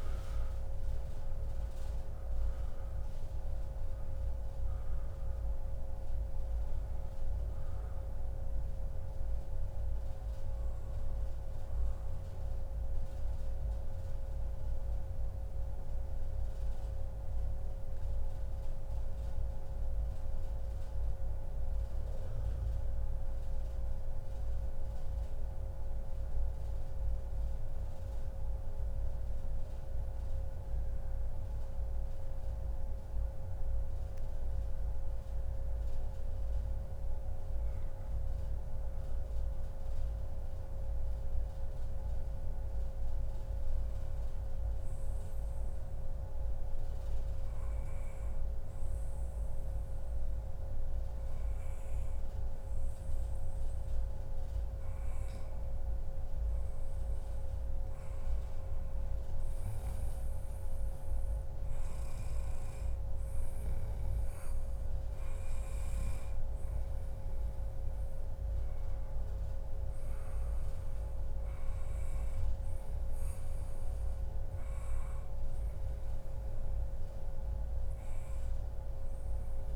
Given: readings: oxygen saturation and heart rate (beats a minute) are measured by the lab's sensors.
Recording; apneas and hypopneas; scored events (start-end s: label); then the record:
breathing in sleep, hard to hear, by a room microphone; 2
0.00-6.00 s: oxygen desaturation (device-marked, oxygen 91% lowest, heart rate 103 extreme)
12.50-35.00 s: central apnea (oxygen 95% before, 92% lowest, heart rate 139 before, 97 extreme, up 17 after)
13.50-15.50 s: long interval between heartbeats (device-marked, heart rate 139 before, 125 extreme)
32.00-34.00 s: long interval between heartbeats (device-marked, heart rate 132 before, 106 extreme)
36.00-39.00 s: arousal
41.00-55.50 s: obstructive apnea (oxygen 99% before, 94% lowest, heart rate 126 before, 97 extreme, up 46 after)
44.00-46.00 s: long interval between heartbeats (device-marked, heart rate 122 before, 109 extreme)
46.50-48.50 s: long interval between heartbeats (device-marked, heart rate 119 before, 105 extreme)
49.00-51.00 s: long interval between heartbeats (device-marked, heart rate 113 before, 100 extreme)
59.00-62.00 s: arousal
From the record:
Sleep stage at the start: N2 (light sleep); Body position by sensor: on the back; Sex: male